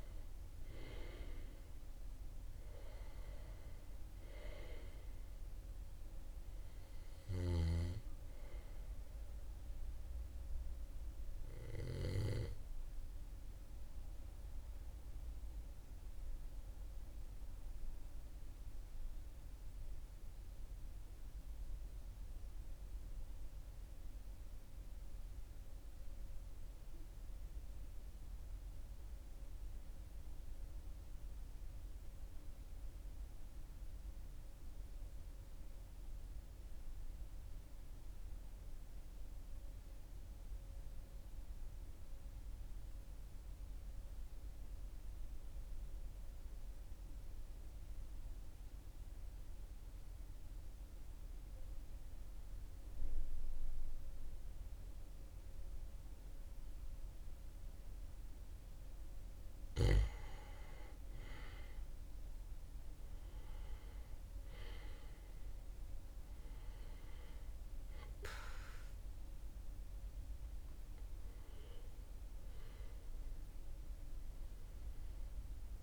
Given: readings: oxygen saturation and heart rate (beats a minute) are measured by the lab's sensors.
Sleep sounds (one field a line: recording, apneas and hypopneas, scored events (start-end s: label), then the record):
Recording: breathing in sleep by a room microphone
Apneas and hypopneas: 1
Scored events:
0.00-27.00 s: oxygen desaturation (device-marked, oxygen 89% lowest, heart rate 39 extreme)
16.50-58.00 s: mixed apnea (oxygen 95% before, 89% lowest, heart rate 42 before, 39 extreme, up 2 after)
60.00-75.83 s: oxygen desaturation (device-marked, oxygen 97% before, 90% lowest, heart rate 40 before, 38 extreme)
61.00-66.00 s: arousal
From the record:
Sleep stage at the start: N2 (light sleep)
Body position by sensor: on the back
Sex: male